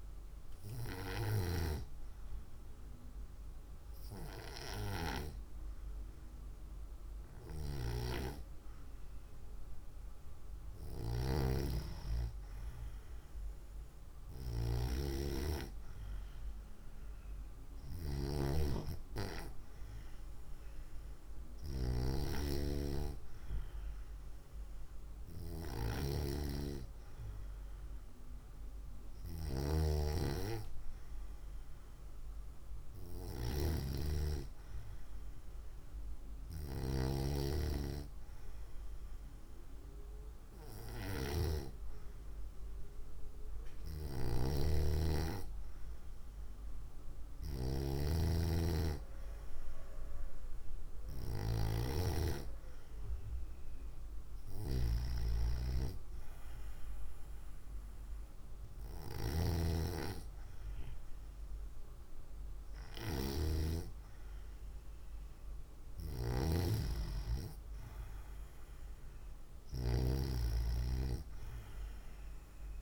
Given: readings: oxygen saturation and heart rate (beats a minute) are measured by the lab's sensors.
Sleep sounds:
breathing in sleep by a room microphone; none
none scored
From the record:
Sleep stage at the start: N2 (light sleep); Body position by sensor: on the right side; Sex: female

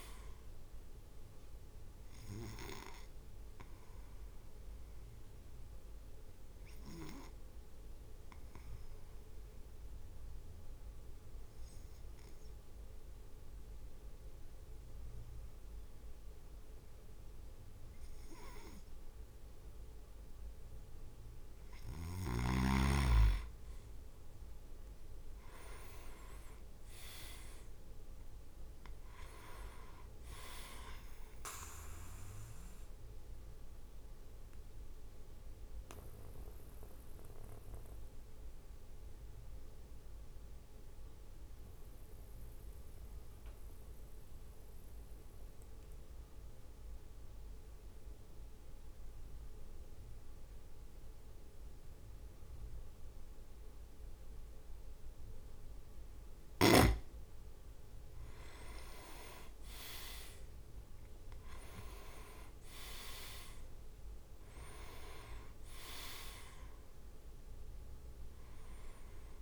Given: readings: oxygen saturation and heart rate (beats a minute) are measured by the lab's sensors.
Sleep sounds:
breathing in sleep by a room microphone; 2
0.00-4.50 s: drop in pulse transit time (device-marked, heart rate 54 extreme)
3.50-20.50 s: obstructive apnea (oxygen 99% before, 95% lowest, heart rate 56 before, 50 extreme, up 7 after)
23.50-35.50 s: drop in pulse transit time (device-marked, heart rate 54 before, 54 extreme)
24.00-28.50 s: arousal
25.50-28.00 s: leg movement (device-marked)
32.50-55.00 s: obstructive apnea (oxygen 99% before, 95% lowest, heart rate 57 before, 50 extreme, up 8 after)
58.50-60.50 s: leg movement (device-marked)
59.50-69.42 s: drop in pulse transit time (device-marked, heart rate 52 before, 54 extreme)
60.00-64.50 s: arousal
61.50-63.50 s: leg movement (device-marked)
From the record:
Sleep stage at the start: N2 (light sleep); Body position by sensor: on the back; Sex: male

